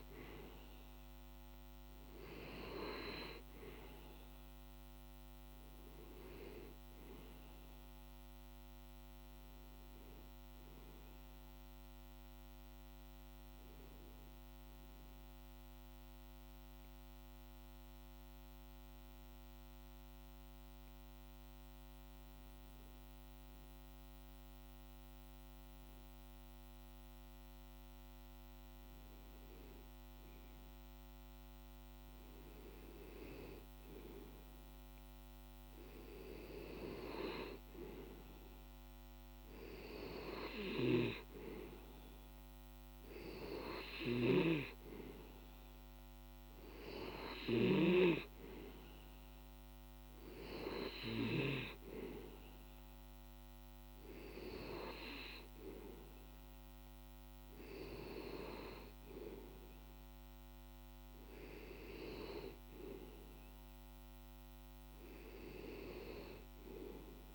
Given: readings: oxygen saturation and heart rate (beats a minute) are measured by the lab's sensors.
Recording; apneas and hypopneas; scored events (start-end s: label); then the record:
breathing in sleep by a microphone on the trachea; 1
0.00-5.50 s: oxygen desaturation (device-marked, oxygen 91% lowest, heart rate 48 extreme)
12.00-26.50 s: obstructive apnea (oxygen 96% before, 91% lowest, heart rate 51 before, 48 extreme, up 1 after)
29.00-32.50 s: arousal
32.50-61.50 s: oxygen desaturation (device-marked, oxygen 96% before, 91% lowest, heart rate 49 before, 48 extreme)
From the record:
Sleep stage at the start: N2 (light sleep); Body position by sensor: on the back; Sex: male